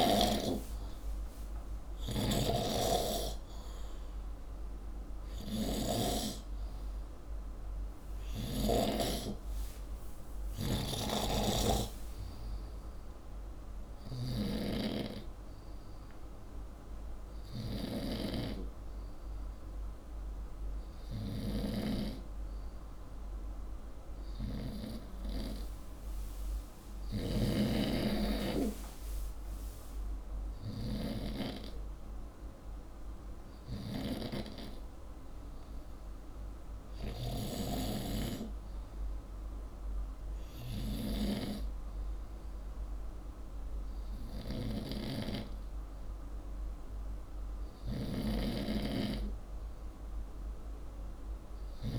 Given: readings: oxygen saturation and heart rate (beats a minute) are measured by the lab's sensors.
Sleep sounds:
breathing in sleep by a room microphone; none
0.00-6.00 s: snoring (device-marked)
10.50-27.50 s: snoring (device-marked)
44.50-51.99 s: snoring (device-marked)
From the record:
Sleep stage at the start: N2 (light sleep); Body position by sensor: upright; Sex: male

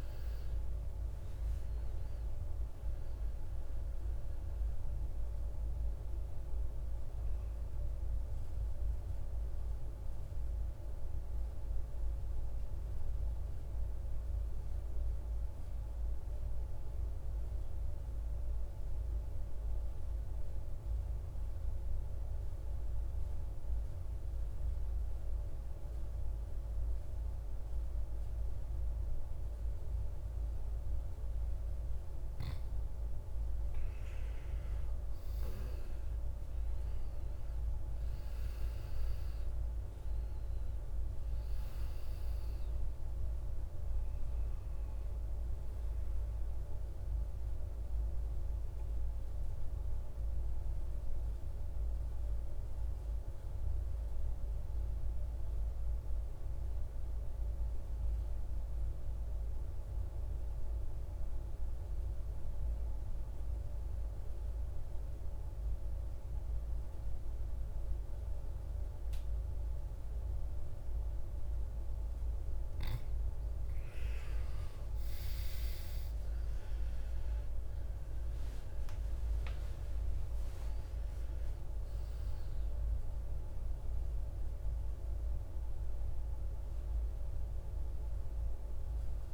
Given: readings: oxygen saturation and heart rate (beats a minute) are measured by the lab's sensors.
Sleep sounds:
breathing in sleep, hard to hear, by a room microphone; 2
0.00-19.00 s: oxygen desaturation (device-marked, oxygen 87% lowest, heart rate 52 extreme)
8.50-31.00 s: mixed apnea (oxygen 99% before, 86% lowest, heart rate 63 before, 52 extreme, up 13 after)
34.00-37.50 s: arousal
36.00-58.00 s: oxygen desaturation (device-marked, oxygen 98% before, 88% lowest, heart rate 54 before, 56 extreme)
49.00-72.50 s: obstructive apnea (oxygen 98% before, 83% lowest, heart rate 61 before, 56 extreme, up 20 after)
73.00-89.34 s: oxygen desaturation (device-marked, oxygen 98% before, 86% lowest, heart rate 58 before, 56 extreme)
75.00-79.50 s: arousal
From the record:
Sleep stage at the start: N2 (light sleep); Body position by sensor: on the back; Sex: male

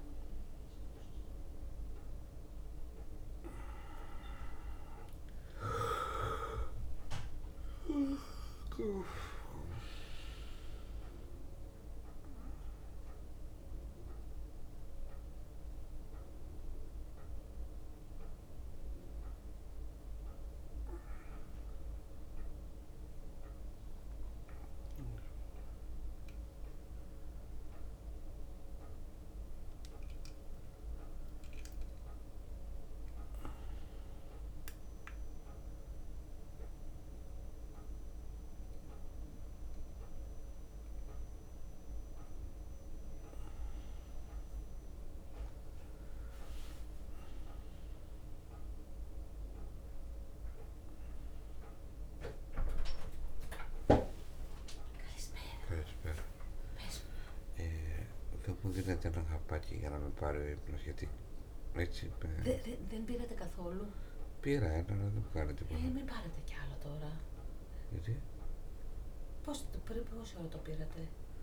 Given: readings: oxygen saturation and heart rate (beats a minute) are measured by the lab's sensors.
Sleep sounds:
a person awake in a sleep study, by a room microphone; none
0.00-7.00 s: leg movement (device-marked)
3.50-18.50 s: drop in pulse transit time (device-marked, heart rate 68 before, 67 extreme)
8.50-12.50 s: leg movement (device-marked)
14.00-19.00 s: leg movement (device-marked)
23.50-28.50 s: leg movement (device-marked)
24.50-26.50 s: long interval between heartbeats (device-marked, heart rate 69 before, 79 extreme)
29.00-34.00 s: leg movement (device-marked)
36.50-37.50 s: leg movement (device-marked)
37.50-51.50 s: drop in pulse transit time (device-marked, heart rate 72 before, 66 extreme)
53.50-63.00 s: leg movement (device-marked)
54.00-56.00 s: long interval between heartbeats (device-marked, heart rate 68 before, 74 extreme)
From the record:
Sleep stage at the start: awake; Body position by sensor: on the back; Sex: male

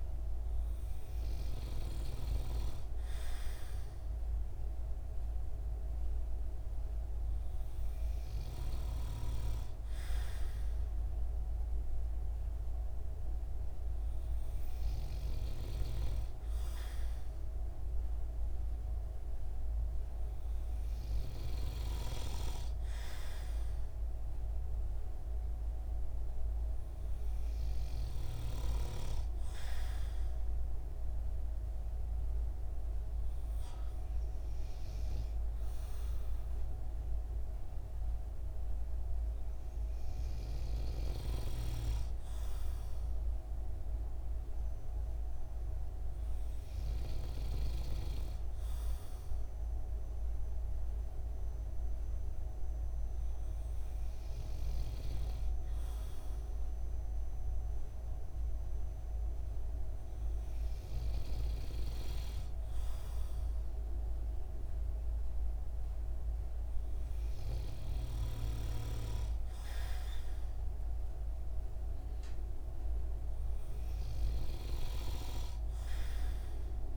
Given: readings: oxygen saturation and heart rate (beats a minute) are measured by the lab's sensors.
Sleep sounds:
breathing in sleep by a room microphone; none
none scored
From the record:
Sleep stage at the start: N2 (light sleep); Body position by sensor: on the right side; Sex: male

